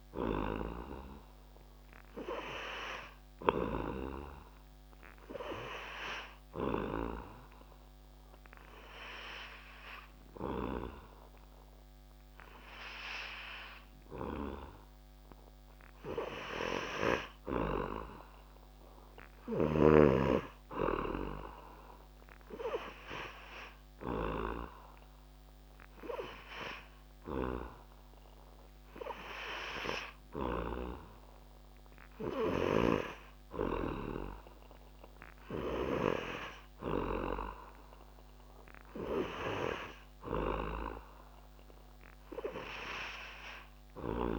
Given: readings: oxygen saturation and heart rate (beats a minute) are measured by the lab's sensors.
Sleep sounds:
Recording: breathing in sleep by a microphone on the trachea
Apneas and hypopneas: 1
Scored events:
5.50-18.00 s: hypopnea (oxygen 98% before, 96% lowest)
20.00-23.00 s: arousal
From the record:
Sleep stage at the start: N3 (deep sleep)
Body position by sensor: on the back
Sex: male

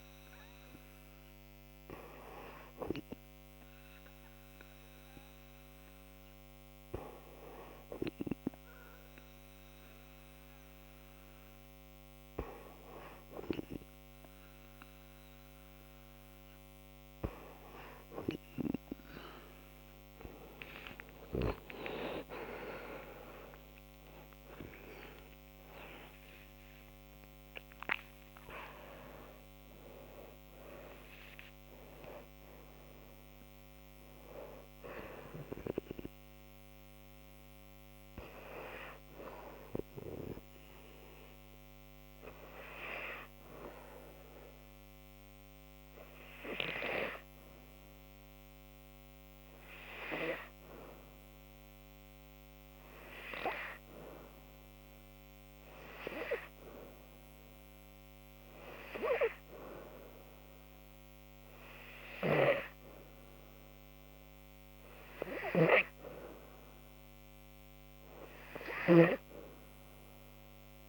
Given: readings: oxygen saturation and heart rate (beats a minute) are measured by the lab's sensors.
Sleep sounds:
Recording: breathing in sleep by a microphone on the trachea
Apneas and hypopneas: 1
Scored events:
21.00-27.00 s: arousal
43.50-66.00 s: hypopnea (oxygen 96% before, 92% lowest, heart rate 77 before, 67 extreme, up 2 after)
61.00-70.89 s: oxygen desaturation (device-marked, oxygen 98% before, 92% lowest, heart rate 69 before, 69 extreme)
67.50-70.89 s: arousal
From the record:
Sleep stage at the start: N2 (light sleep)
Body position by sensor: on the back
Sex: female

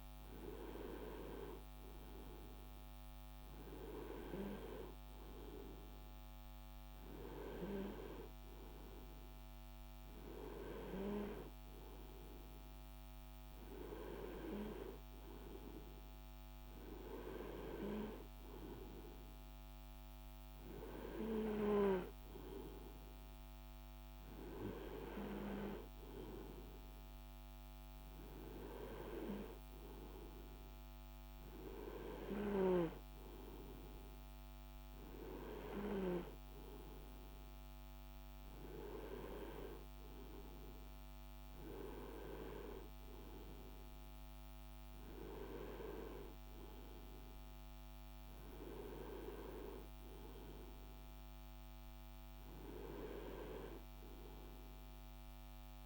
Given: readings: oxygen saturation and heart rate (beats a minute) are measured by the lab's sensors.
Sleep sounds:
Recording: breathing in sleep by a microphone on the trachea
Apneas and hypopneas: none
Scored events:
none scored
From the record:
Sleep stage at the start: N2 (light sleep)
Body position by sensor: on the right side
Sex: male

